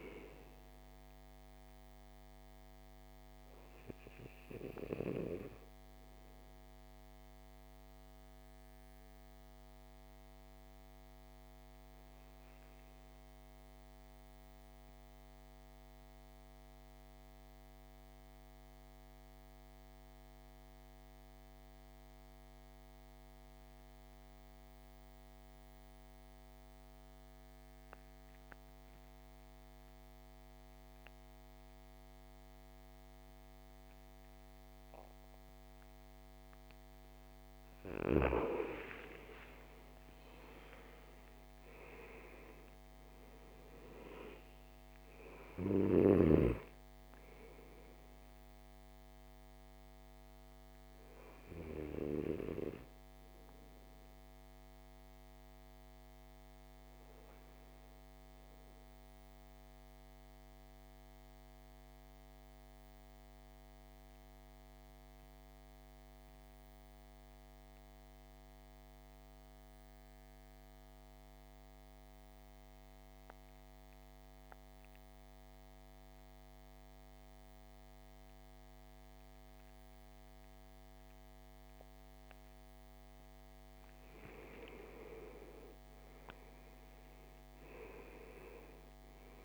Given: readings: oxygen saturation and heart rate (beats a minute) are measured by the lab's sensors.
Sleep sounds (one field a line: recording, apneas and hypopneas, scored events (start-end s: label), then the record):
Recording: breathing in sleep by a microphone on the trachea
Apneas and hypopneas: 2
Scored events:
0.00-25.50 s: oxygen desaturation (device-marked, oxygen 80% lowest, heart rate 52 extreme)
2.00-37.00 s: obstructive apnea (oxygen 99% before, 77% lowest, heart rate 63 before, 51 extreme, up 15 after)
30.50-72.50 s: oxygen desaturation (device-marked, oxygen 100% before, 77% lowest, heart rate 56 before, 51 extreme)
39.00-43.50 s: arousal
53.50-82.50 s: obstructive apnea (oxygen 100% before, 77% lowest, heart rate 64 before, 51 extreme, up 12 after)
82.50-89.44 s: oxygen desaturation (device-marked, oxygen 100% before, 79% lowest, heart rate 58 before, 52 extreme)
85.00-89.00 s: arousal
From the record:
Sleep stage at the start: N2 (light sleep)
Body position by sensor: on the back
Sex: male